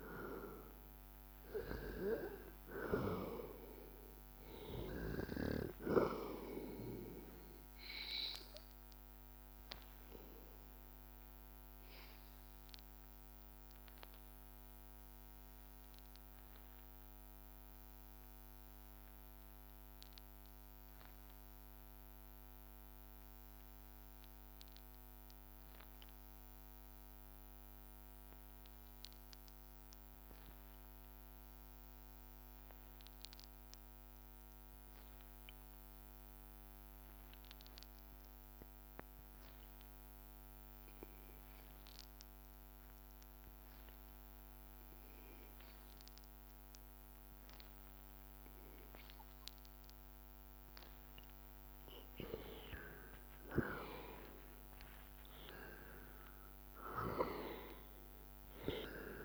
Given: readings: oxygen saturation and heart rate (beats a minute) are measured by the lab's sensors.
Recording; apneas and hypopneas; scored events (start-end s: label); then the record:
breathing in sleep by a microphone on the trachea; 1
0.00-21.00 s: oxygen desaturation (device-marked, oxygen 93% lowest, heart rate 83 extreme)
13.50-38.00 s: obstructive apnea (oxygen 97% before, 92% lowest, heart rate 86 before, 83 extreme, up 1 after)
34.00-58.00 s: oxygen desaturation (device-marked, oxygen 99% before, 94% lowest, heart rate 84 before, 84 extreme)
40.00-43.00 s: arousal
From the record:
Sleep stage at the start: N2 (light sleep); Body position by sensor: on the back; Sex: male